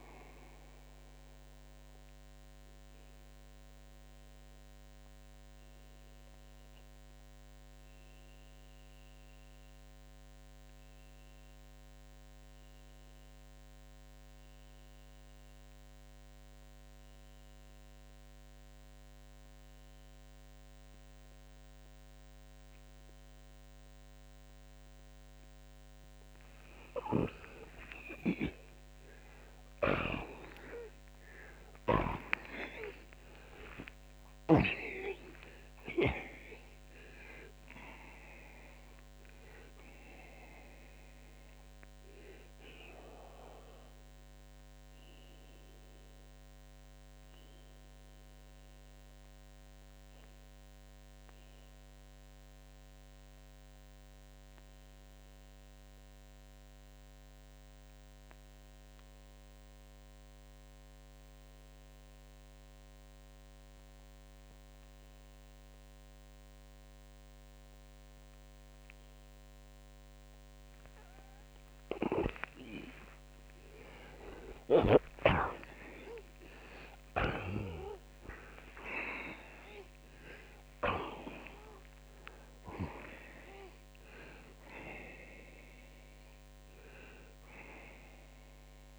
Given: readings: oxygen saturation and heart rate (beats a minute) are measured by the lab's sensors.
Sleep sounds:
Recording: breathing in sleep by a microphone on the trachea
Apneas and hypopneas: 2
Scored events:
0.00-24.50 s: oxygen desaturation (device-marked, oxygen 77% lowest)
2.50-25.50 s: mixed apnea (oxygen 93% before, 77% lowest)
26.50-32.00 s: snoring (device-marked)
28.50-33.50 s: arousal
38.50-66.50 s: oxygen desaturation (device-marked, oxygen 94% before, 81% lowest)
42.50-71.50 s: obstructive apnea (oxygen 94% before, 79% lowest)
71.50-75.00 s: snoring (device-marked)
73.00-76.50 s: arousal
83.50-88.99 s: oxygen desaturation (device-marked, oxygen 93% before, 88% lowest)
From the record:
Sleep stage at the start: N2 (light sleep)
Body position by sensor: on the back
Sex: male

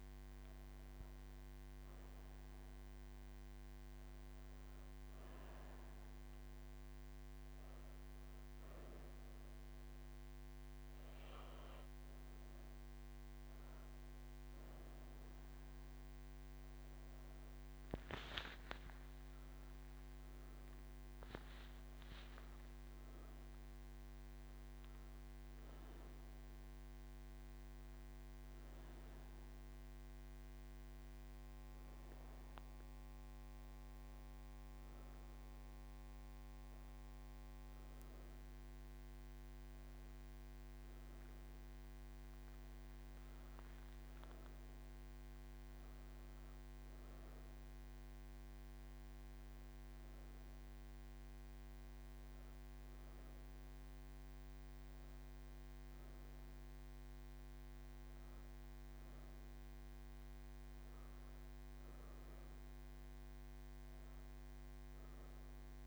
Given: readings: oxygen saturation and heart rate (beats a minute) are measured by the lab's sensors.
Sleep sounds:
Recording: breathing in sleep, hard to hear, by a microphone on the trachea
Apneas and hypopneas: none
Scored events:
none scored
From the record:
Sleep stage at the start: N3 (deep sleep)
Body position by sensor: on the right side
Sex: female

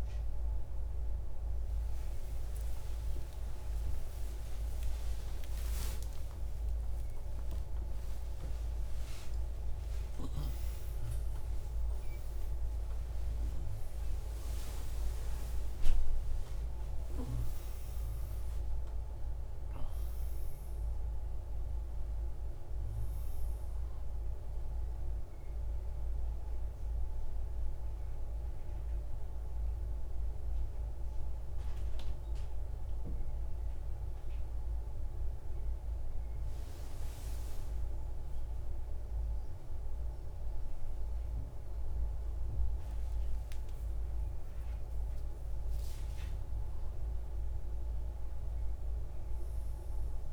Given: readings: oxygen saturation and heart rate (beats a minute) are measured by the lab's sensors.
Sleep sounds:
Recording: a person partly awake in a sleep study, hard to hear, by a room microphone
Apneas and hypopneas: 1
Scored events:
0.00-4.00 s: oxygen desaturation (device-marked, oxygen 84% lowest)
21.00-50.33 s: new sleep stage, N2 (light sleep)
23.00-33.00 s: central apnea (oxygen 100% before, 96% lowest, heart rate 88 before, 144 extreme)
38.50-42.50 s: arousal
From the record:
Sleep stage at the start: awake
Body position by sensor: on the right side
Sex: male

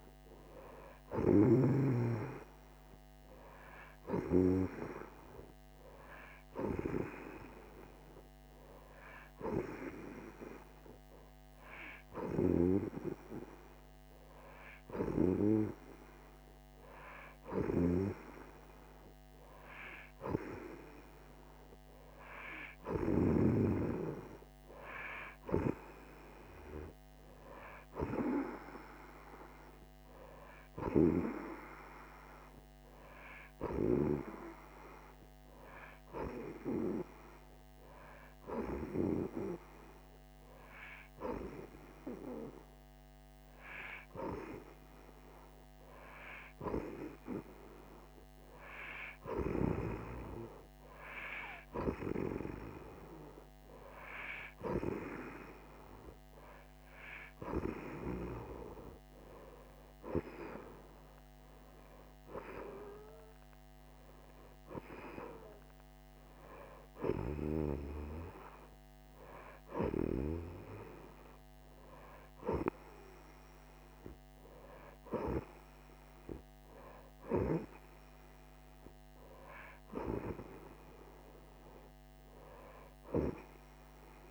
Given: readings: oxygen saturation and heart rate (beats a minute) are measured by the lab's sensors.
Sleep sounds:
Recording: breathing in sleep by a microphone on the trachea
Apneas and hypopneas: 1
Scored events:
33.00-45.00 s: hypopnea (oxygen 91% before, 89% lowest, heart rate 120 before, 67 extreme, up 44 after)
47.00-50.50 s: arousal
49.00-61.00 s: oxygen desaturation (device-marked, oxygen 92% before, 89% lowest, heart rate 112 before, 77 extreme)
From the record:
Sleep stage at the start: N2 (light sleep)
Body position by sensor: on the right side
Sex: female

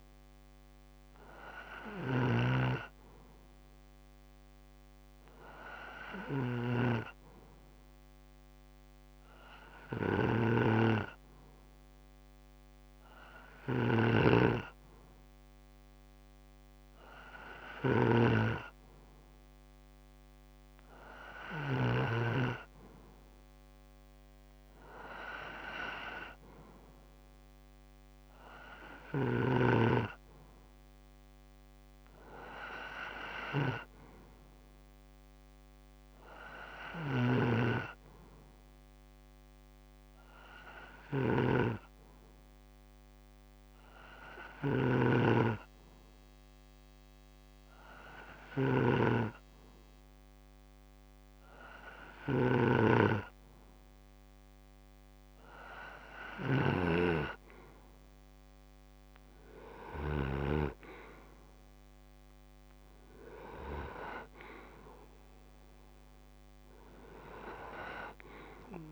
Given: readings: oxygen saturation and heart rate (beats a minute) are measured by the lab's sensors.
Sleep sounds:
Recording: breathing in sleep by a microphone on the trachea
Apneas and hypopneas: 1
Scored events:
0.00-21.50 s: snoring (device-marked)
27.00-30.50 s: arousal
28.50-60.00 s: snoring (device-marked)
39.00-55.00 s: hypopnea (oxygen 93% before, 91% lowest, heart rate 66 before, 62 extreme, up 5 after)
57.50-61.00 s: arousal
From the record:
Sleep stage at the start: N2 (light sleep)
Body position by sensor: on the back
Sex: male

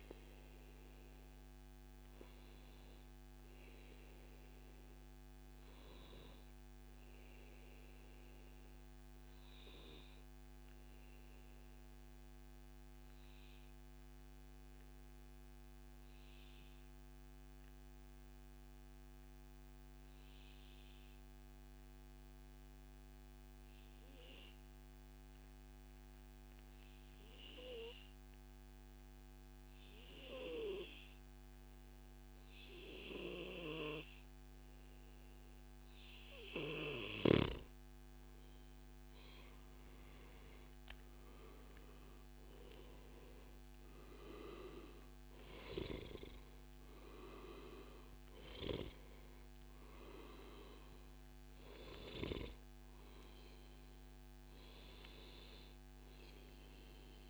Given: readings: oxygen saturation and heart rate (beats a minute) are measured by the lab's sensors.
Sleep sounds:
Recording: breathing in sleep by a microphone on the trachea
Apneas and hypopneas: 1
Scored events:
0.00-1.00 s: long interval between heartbeats (device-marked, heart rate 105 extreme)
0.00-8.00 s: oxygen desaturation (device-marked, oxygen 94% lowest, heart rate 97 extreme)
2.00-4.00 s: long interval between heartbeats (device-marked, heart rate 109 before, 106 extreme)
7.00-35.50 s: obstructive apnea (oxygen 97% before, 93% lowest, heart rate 109 before, 97 extreme, up 18 after)
17.00-19.00 s: long interval between heartbeats (device-marked, heart rate 107 before, 97 extreme)
29.00-31.00 s: long interval between heartbeats (device-marked, heart rate 109 before, 116 extreme)
37.00-41.50 s: arousal
40.50-42.50 s: long interval between heartbeats (device-marked, heart rate 113 before, 122 extreme)
41.00-57.00 s: oxygen desaturation (device-marked, oxygen 96% before, 93% lowest, heart rate 114 before, 98 extreme)
From the record:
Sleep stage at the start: N2 (light sleep)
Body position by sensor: on the back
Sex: male

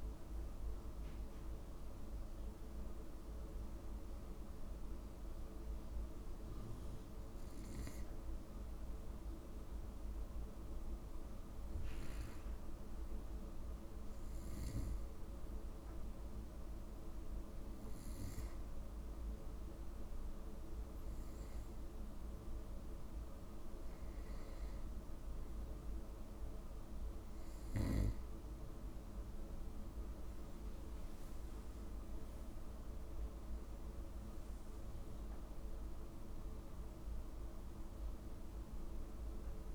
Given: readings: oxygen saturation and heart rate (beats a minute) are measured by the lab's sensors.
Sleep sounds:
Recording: breathing in sleep, hard to hear, by a room microphone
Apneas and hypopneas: 1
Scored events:
10.00-22.00 s: hypopnea (oxygen 96% before, 94% lowest, heart rate 63 before, 55 extreme, up 2 after)
25.00-29.00 s: arousal
From the record:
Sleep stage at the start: N2 (light sleep)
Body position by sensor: on the right side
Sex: male

